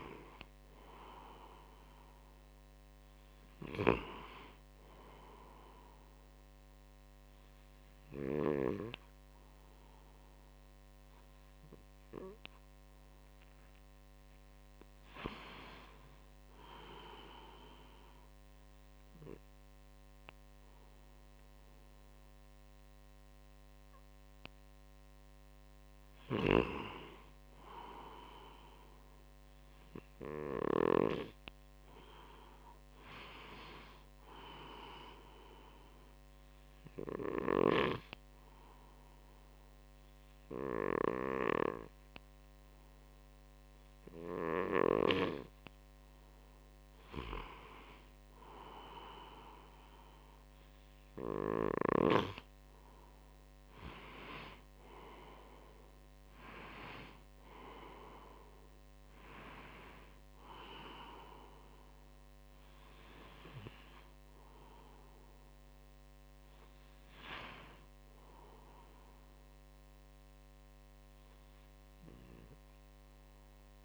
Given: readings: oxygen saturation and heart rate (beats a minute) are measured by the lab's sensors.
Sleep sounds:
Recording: breathing in sleep by a microphone on the trachea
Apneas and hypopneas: 2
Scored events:
0.00-2.00 s: arousal
16.00-26.00 s: obstructive apnea (oxygen 96% before, 94% lowest, heart rate 61 before, 60 extreme, up 2 after)
27.50-31.00 s: arousal
35.00-46.50 s: obstructive apnea (oxygen 96% before, 94% lowest, heart rate 62 before, 59 extreme, up 3 after)
50.50-54.50 s: arousal
From the record:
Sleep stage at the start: N2 (light sleep)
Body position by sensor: on the front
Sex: male

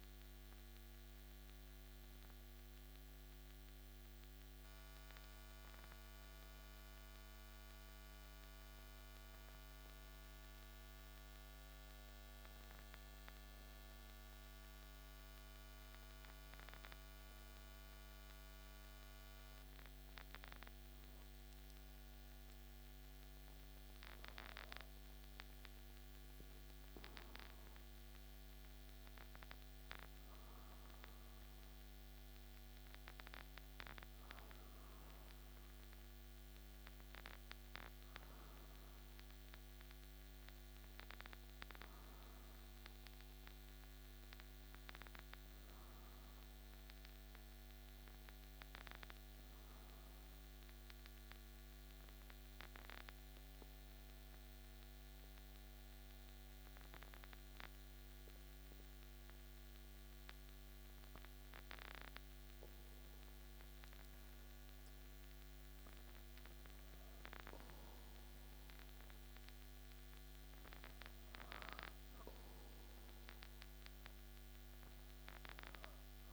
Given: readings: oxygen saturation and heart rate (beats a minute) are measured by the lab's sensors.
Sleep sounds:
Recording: breathing in sleep by a microphone on the trachea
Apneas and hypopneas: 2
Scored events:
16.50-29.00 s: hypopnea (oxygen 98% before, 96% lowest)
31.50-37.00 s: arousal
52.00-64.00 s: hypopnea (oxygen 98% before, 96% lowest)
66.00-70.00 s: arousal
From the record:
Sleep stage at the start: N2 (light sleep)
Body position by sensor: on the back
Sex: male

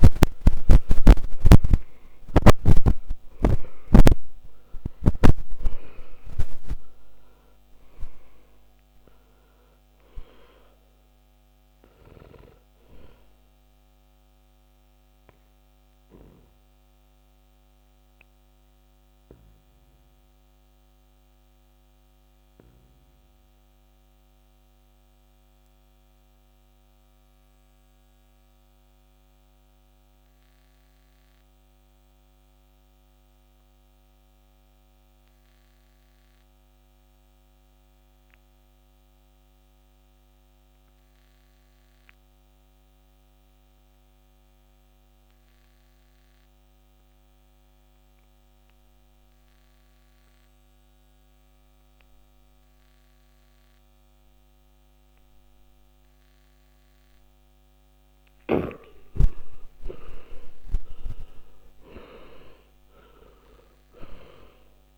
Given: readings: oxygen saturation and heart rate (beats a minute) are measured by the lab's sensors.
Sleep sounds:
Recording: breathing in sleep by a microphone on the trachea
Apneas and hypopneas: 1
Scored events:
0.00-1.50 s: arousal
5.00-21.00 s: oxygen desaturation (device-marked, oxygen 98% before, 95% lowest, heart rate 61 before, 46 extreme)
16.50-59.50 s: obstructive apnea (oxygen 99% before, 76% lowest, heart rate 88 before, 46 extreme, up 21 after)
28.00-41.00 s: oxygen desaturation (device-marked, oxygen 97% before, 79% lowest, heart rate 62 before, 47 extreme)
60.50-64.50 s: arousal
61.00-64.98 s: oxygen desaturation (device-marked, oxygen 97% before, 76% lowest, heart rate 49 before, 46 extreme)
From the record:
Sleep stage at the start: N2 (light sleep)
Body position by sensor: on the back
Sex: male

